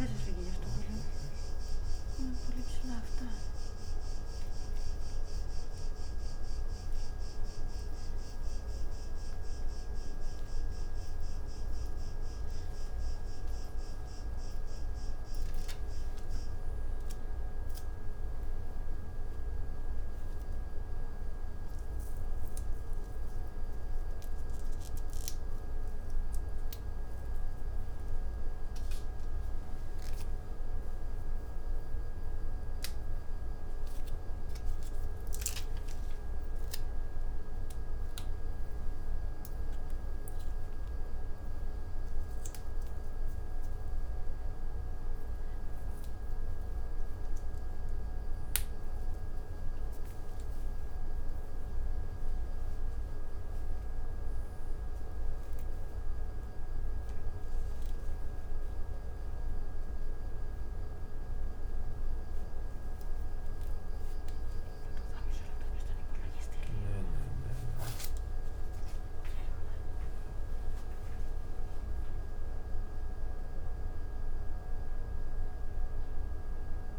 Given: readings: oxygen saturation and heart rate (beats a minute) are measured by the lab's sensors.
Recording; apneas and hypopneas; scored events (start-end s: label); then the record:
a person partly awake in a sleep study, hard to hear, by a room microphone; none
34.00-76.98 s: new sleep stage, N1 (lightest sleep)
From the record:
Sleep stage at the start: awake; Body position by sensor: on the back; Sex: male